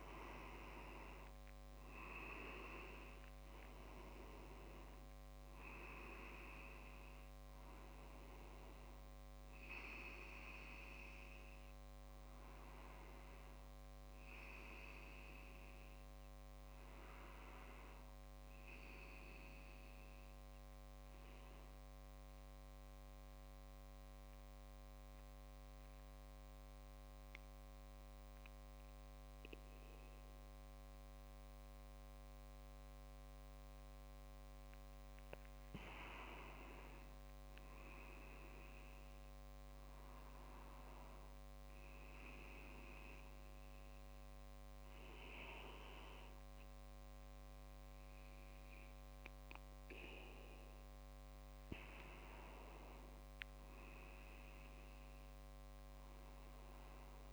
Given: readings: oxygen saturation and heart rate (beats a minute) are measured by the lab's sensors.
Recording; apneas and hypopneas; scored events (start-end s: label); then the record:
breathing in sleep by a microphone on the trachea; 1
0.00-11.00 s: oxygen desaturation (device-marked, oxygen 94% lowest, heart rate 27 extreme)
21.50-35.00 s: mixed apnea (oxygen 97% before, 95% lowest, heart rate 45 before, 27 extreme, up 29 after)
38.50-41.50 s: arousal
56.00-57.33 s: arousal
From the record:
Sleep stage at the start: N2 (light sleep); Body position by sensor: on the back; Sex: male